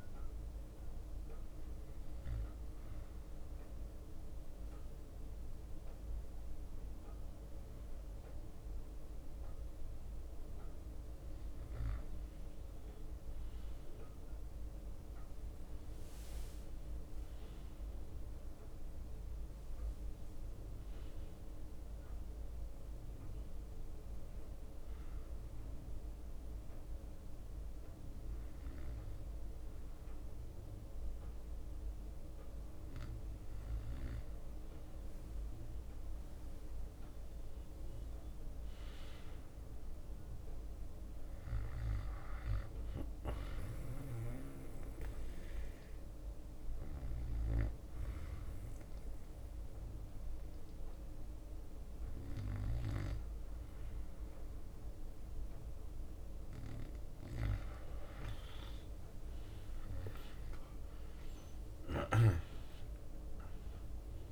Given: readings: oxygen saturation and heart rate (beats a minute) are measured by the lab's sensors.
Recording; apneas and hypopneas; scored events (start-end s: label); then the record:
breathing in sleep by a room microphone; 3
0.00-7.50 s: oxygen desaturation (device-marked, oxygen 93% lowest, heart rate 57 extreme)
0.00-11.50 s: bradycardia (device-marked, heart rate 58 extreme)
0.50-12.00 s: hypopnea (oxygen 97% before, 93% lowest, heart rate 61 before, 56 extreme, up 5 after)
4.50-5.50 s: leg movement (device-marked)
4.50-17.50 s: drop in pulse transit time (device-marked, heart rate 61 before, 58 extreme)
6.00-8.50 s: leg movement (device-marked)
12.00-13.50 s: leg movement (device-marked)
16.00-20.00 s: arousal
16.00-20.00 s: leg movement (device-marked)
22.50-34.50 s: bradycardia (device-marked, heart rate 61 before, 56 extreme)
25.50-36.00 s: hypopnea (oxygen 97% before, 93% lowest, heart rate 60 before, 56 extreme, up 6 after)
35.00-36.50 s: leg movement (device-marked)
36.50-38.00 s: leg movement (device-marked)
37.00-41.00 s: arousal
43.50-45.50 s: bradycardia (device-marked, heart rate 61 before, 61 extreme)
45.50-56.00 s: hypopnea (oxygen 97% before, 93% lowest, heart rate 59 before, 58 extreme, up 6 after)
46.50-50.50 s: bradycardia (device-marked, heart rate 61 before, 59 extreme)
48.50-60.50 s: drop in pulse transit time (device-marked, heart rate 59 before, 59 extreme)
52.50-56.50 s: bradycardia (device-marked, heart rate 61 before, 59 extreme)
58.00-62.00 s: leg movement (device-marked)
59.00-63.00 s: arousal
61.50-64.32 s: oxygen desaturation (device-marked, oxygen 96% before, 93% lowest, heart rate 60 before, 58 extreme)
From the record:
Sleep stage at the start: N2 (light sleep); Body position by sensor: on the back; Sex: male